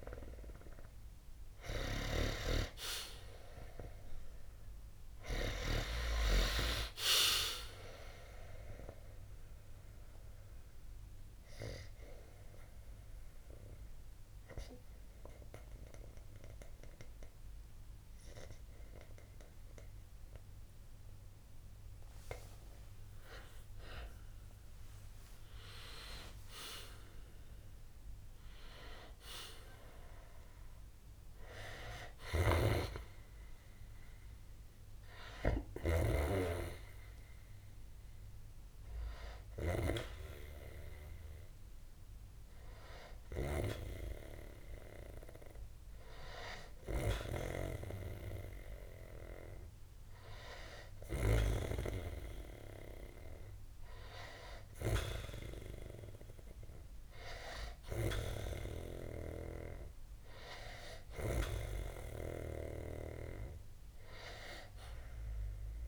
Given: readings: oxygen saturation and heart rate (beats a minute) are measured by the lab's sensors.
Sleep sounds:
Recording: breathing in sleep by a room microphone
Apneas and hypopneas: 2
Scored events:
0.00-3.50 s: arousal
5.00-16.00 s: oxygen desaturation (device-marked, oxygen 94% before, 91% lowest, heart rate 62 before, 56 extreme)
9.00-22.00 s: obstructive apnea (oxygen 94% before, 91% lowest, heart rate 62 before, 56 extreme)
23.00-27.00 s: arousal
31.50-35.50 s: snoring (device-marked)
35.00-47.00 s: oxygen desaturation (device-marked, oxygen 96% before, 92% lowest, heart rate 79 before, 60 extreme)
36.50-50.00 s: hypopnea (oxygen 96% before, 92% lowest, heart rate 80 before, 60 extreme, up 0 after)
42.50-50.50 s: snoring (device-marked)
From the record:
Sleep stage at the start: N2 (light sleep)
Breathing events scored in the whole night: 174 in 4.2 hours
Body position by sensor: on the back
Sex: male

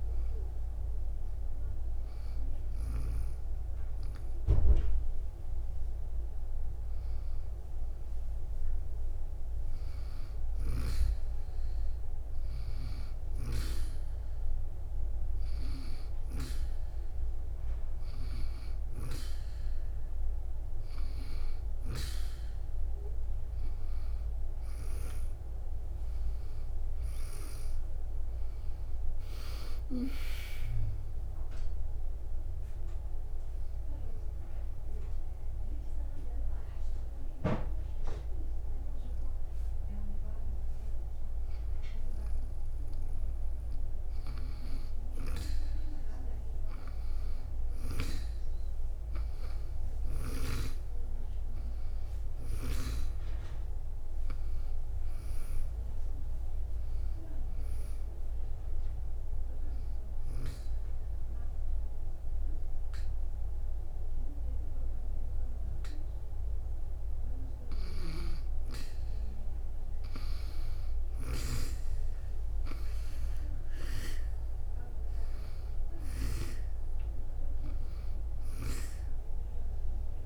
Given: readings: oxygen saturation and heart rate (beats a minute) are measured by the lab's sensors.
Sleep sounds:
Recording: breathing in sleep by a room microphone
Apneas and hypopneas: 2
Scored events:
27.50-31.00 s: arousal
33.50-45.50 s: obstructive apnea (oxygen 96% before, 92% lowest, heart rate 68 before, 62 extreme, up 5 after)
48.00-52.00 s: arousal
59.50-70.00 s: obstructive apnea (oxygen 97% before, 92% lowest, heart rate 65 before, 55 extreme, up 5 after)
72.50-77.00 s: arousal
From the record:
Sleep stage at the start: N2 (light sleep)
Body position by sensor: on the back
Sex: female

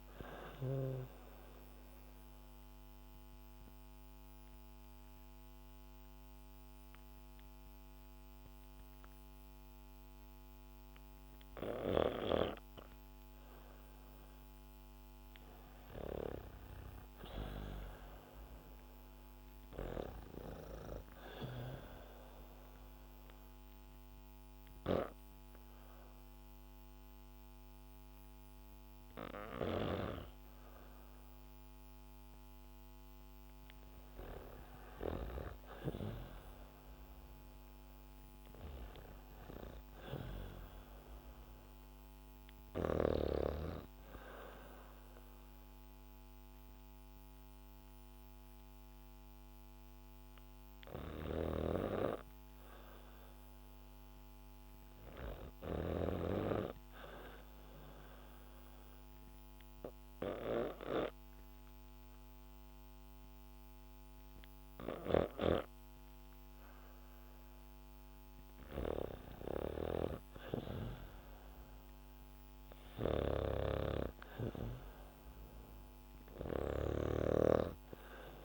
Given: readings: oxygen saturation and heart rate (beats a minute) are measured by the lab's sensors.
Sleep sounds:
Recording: breathing in sleep by a microphone on the trachea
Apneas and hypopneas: 3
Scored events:
1.00-13.00 s: obstructive apnea (oxygen 98% before, 95% lowest, heart rate 74 before, 68 extreme, up 4 after)
14.50-18.00 s: arousal
20.00-37.00 s: oxygen desaturation (device-marked, oxygen 99% before, 96% lowest, heart rate 70 before, 68 extreme)
22.50-32.50 s: hypopnea (oxygen 99% before, 95% lowest, heart rate 71 before, 68 extreme, up 3 after)
29.00-35.00 s: snoring (device-marked)
37.00-41.00 s: arousal
50.50-55.50 s: snoring (device-marked)
57.50-68.00 s: obstructive apnea (oxygen 100% before, 95% lowest, heart rate 72 before, 68 extreme, up 3 after)
64.50-78.45 s: snoring (device-marked)
71.50-75.50 s: arousal
74.00-78.45 s: oxygen desaturation (device-marked, oxygen 99% before, 95% lowest, heart rate 71 before, 68 extreme)
From the record:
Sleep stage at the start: N2 (light sleep)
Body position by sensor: on the back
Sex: female

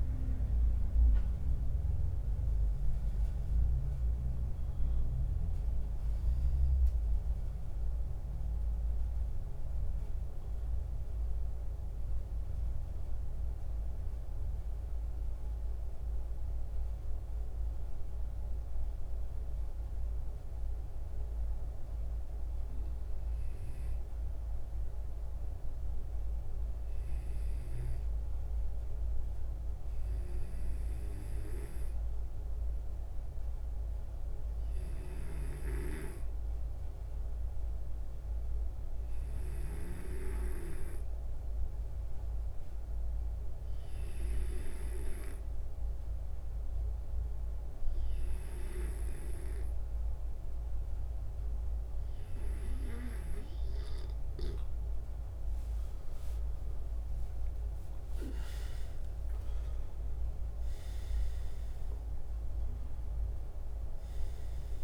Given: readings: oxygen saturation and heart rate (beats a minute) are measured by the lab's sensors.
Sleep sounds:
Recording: breathing in sleep by a room microphone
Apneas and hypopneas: 1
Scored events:
8.50-54.50 s: hypopnea (oxygen 93% before, 83% lowest, heart rate 72 before, 65 extreme, up 17 after)
9.50-28.50 s: oxygen desaturation (device-marked, oxygen 93% before, 87% lowest, heart rate 72 before, 65 extreme)
39.50-60.50 s: oxygen desaturation (device-marked, oxygen 93% before, 86% lowest, heart rate 66 before, 65 extreme)
57.00-63.00 s: arousal
From the record:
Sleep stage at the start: N2 (light sleep)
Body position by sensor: on the back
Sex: male

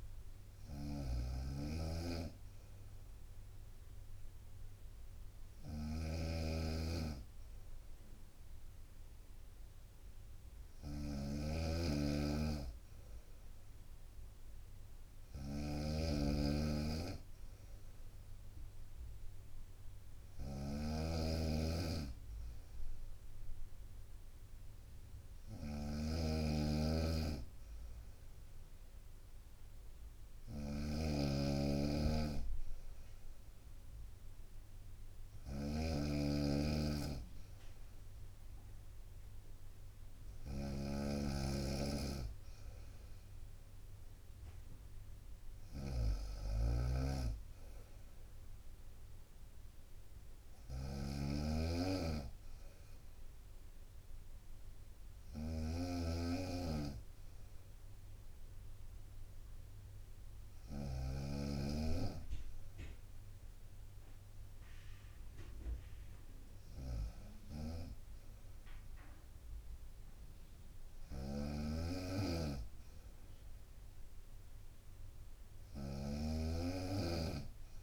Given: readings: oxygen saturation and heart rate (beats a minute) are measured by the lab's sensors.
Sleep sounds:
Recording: breathing in sleep by a room microphone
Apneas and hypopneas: none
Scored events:
0.00-61.00 s: snoring (device-marked)
71.00-77.83 s: snoring (device-marked)
From the record:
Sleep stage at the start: N2 (light sleep)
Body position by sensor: on the right side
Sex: female

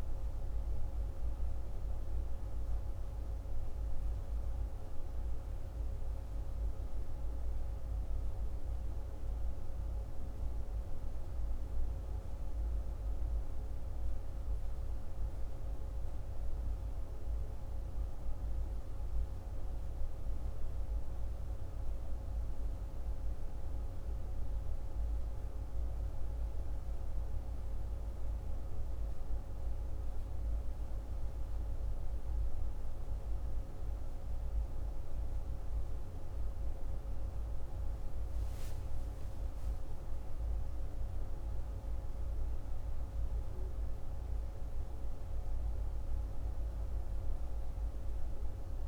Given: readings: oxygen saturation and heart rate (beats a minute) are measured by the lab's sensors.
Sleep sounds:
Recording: breathing in sleep, hard to hear, by a room microphone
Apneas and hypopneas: none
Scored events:
none scored
From the record:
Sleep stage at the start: N1 (lightest sleep)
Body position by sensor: on the left side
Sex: male

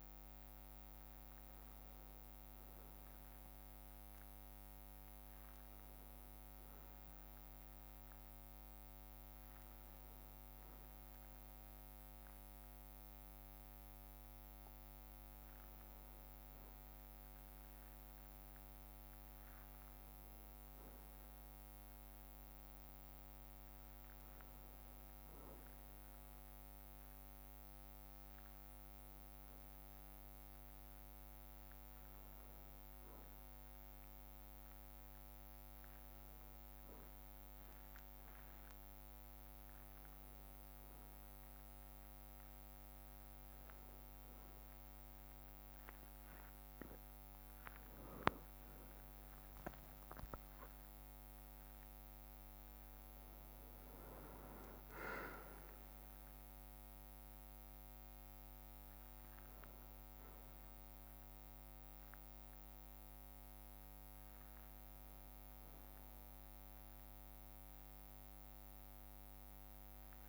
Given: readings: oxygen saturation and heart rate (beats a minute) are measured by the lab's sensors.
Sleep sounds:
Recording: breathing in sleep, hard to hear, by a microphone on the trachea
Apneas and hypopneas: none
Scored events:
8.50-12.50 s: bradycardia (device-marked, heart rate 62 before, 59 extreme)
45.50-50.00 s: arousal
From the record:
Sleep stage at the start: N1 (lightest sleep)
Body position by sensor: on the back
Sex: male

